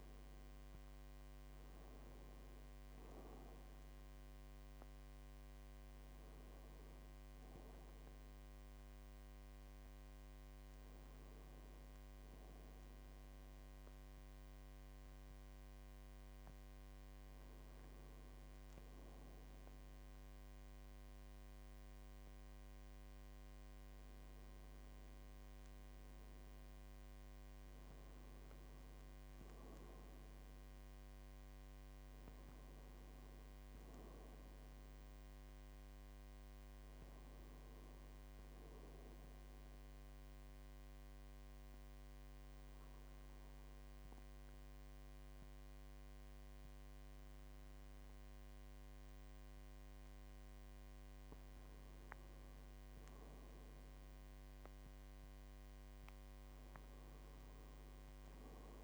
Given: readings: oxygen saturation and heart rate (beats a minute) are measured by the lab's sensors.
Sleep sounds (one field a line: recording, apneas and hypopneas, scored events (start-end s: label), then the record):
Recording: breathing in sleep, hard to hear, by a microphone on the trachea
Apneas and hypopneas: 1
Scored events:
19.00-58.84 s: new sleep stage, N2 (light sleep)
39.50-51.00 s: obstructive apnea (oxygen 100% before, 93% lowest, heart rate 53 before, 49 extreme, up 4 after)
From the record:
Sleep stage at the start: N1 (lightest sleep)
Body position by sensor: on the back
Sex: male